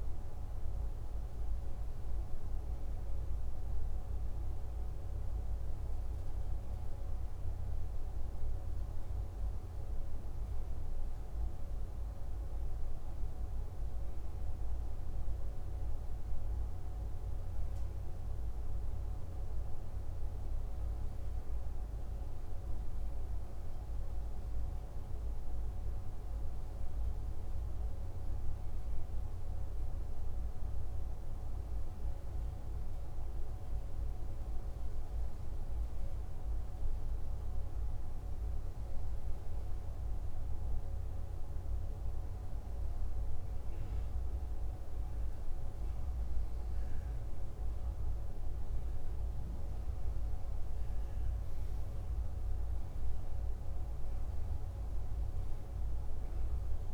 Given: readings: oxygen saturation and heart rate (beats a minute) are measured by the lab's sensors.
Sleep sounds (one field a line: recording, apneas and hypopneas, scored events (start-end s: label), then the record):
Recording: breathing in sleep, hard to hear, by a room microphone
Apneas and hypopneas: none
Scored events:
none scored
From the record:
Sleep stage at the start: N2 (light sleep)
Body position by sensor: on the back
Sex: male